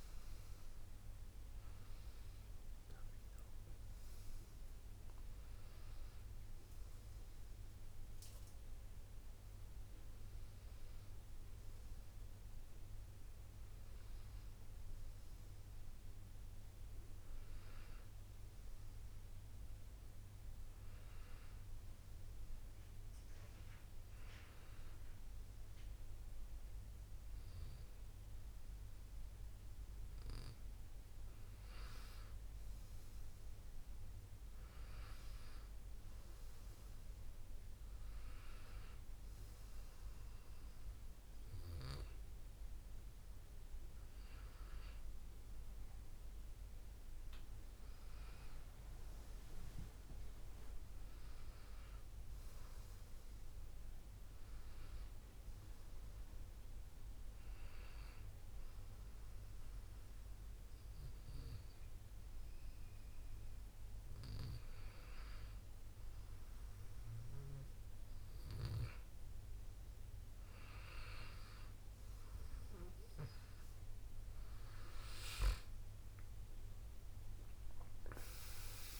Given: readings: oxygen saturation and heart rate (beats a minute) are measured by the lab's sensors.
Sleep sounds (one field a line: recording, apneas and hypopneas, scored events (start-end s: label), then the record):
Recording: breathing in sleep by a room microphone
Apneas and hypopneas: none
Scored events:
3.50-10.50 s: oxygen desaturation (device-marked, oxygen 95% before, 91% lowest)
74.50-79.00 s: oxygen desaturation (device-marked, oxygen 95% before, 90% lowest)
From the record:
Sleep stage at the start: N1 (lightest sleep)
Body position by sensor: on the back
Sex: male